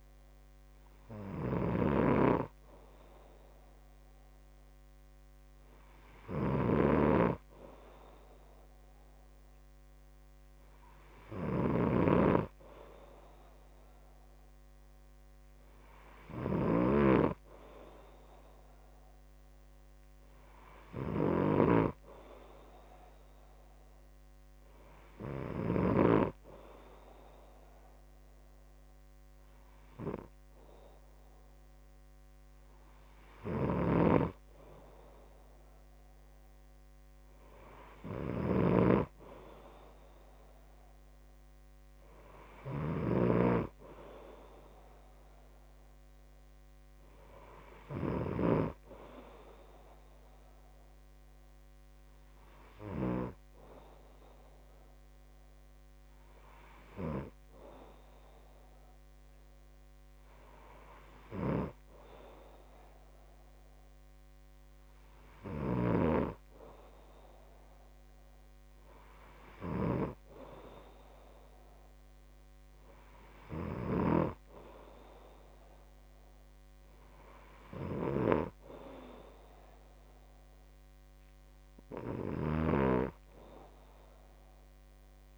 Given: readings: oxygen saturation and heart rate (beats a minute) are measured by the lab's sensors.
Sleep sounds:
breathing in sleep by a microphone on the trachea; none
34.00-44.00 s: snoring (device-marked)
From the record:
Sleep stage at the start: N2 (light sleep); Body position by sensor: on the back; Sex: male

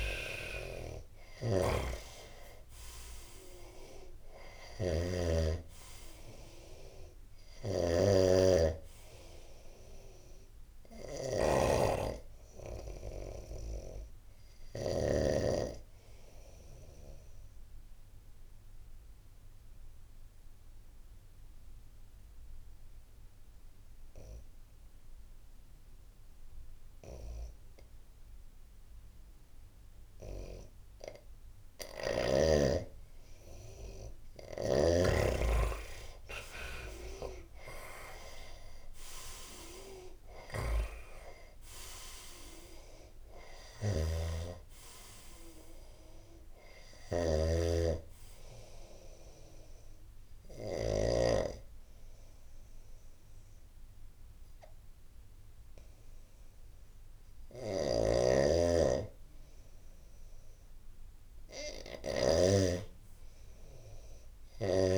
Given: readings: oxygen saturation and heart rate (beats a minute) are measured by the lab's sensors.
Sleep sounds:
breathing in sleep by a room microphone; 2
0.00-14.50 s: snoring (device-marked)
0.00-17.50 s: oxygen desaturation (device-marked, oxygen 92% lowest, heart rate 66 extreme)
17.00-30.00 s: obstructive apnea (oxygen 97% before, 90% lowest, heart rate 81 before, 68 extreme, up 19 after)
34.00-38.50 s: arousal
34.00-50.50 s: snoring (device-marked)
34.50-46.50 s: oxygen desaturation (device-marked, oxygen 97% before, 90% lowest, heart rate 74 before, 68 extreme)
48.50-60.50 s: oxygen desaturation (device-marked, oxygen 96% before, 90% lowest, heart rate 82 before, 68 extreme)
49.00-59.50 s: hypopnea (oxygen 97% before, 90% lowest, heart rate 82 before, 68 extreme, up 21 after)
57.00-62.00 s: snoring (device-marked)
63.50-64.98 s: arousal
From the record:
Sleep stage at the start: N2 (light sleep); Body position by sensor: on the right side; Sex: male

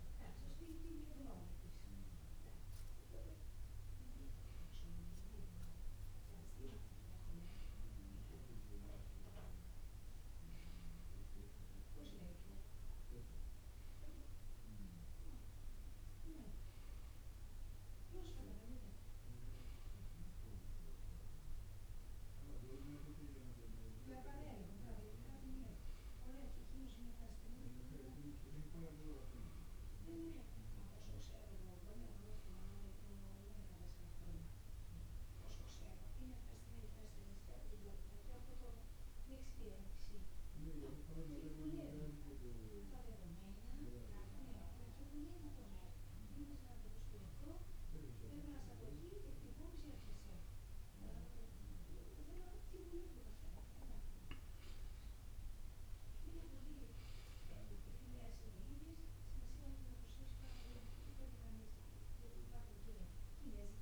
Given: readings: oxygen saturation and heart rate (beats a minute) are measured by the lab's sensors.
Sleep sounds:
a person awake in a sleep study, by a room microphone; none
0.00-2.00 s: long interval between heartbeats (device-marked, heart rate 99 before, 192 extreme)
0.00-21.00 s: tachycardia (device-marked, heart rate 220 extreme)
2.00-4.00 s: long interval between heartbeats (device-marked, heart rate 111 before, 207 extreme)
4.00-15.00 s: drop in pulse transit time (device-marked, heart rate 123 before, 195 extreme)
5.50-7.50 s: long interval between heartbeats (device-marked, heart rate 128 before, 208 extreme)
7.50-9.50 s: long interval between heartbeats (device-marked, heart rate 141 before, 195 extreme)
9.50-11.50 s: long interval between heartbeats (device-marked, heart rate 154 before, 197 extreme)
12.50-14.50 s: long interval between heartbeats (device-marked, heart rate 174 before, 207 extreme)
16.00-18.00 s: long interval between heartbeats (device-marked, heart rate 197 before, 209 extreme)
18.00-20.00 s: long interval between heartbeats (device-marked)
20.50-22.50 s: long interval between heartbeats (device-marked)
21.00 s: drop in pulse transit time (device-marked)
23.00-26.00 s: bradycardia (device-marked, heart rate 77 before, 70 extreme)
From the record:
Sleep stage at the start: awake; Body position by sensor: on the right side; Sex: male

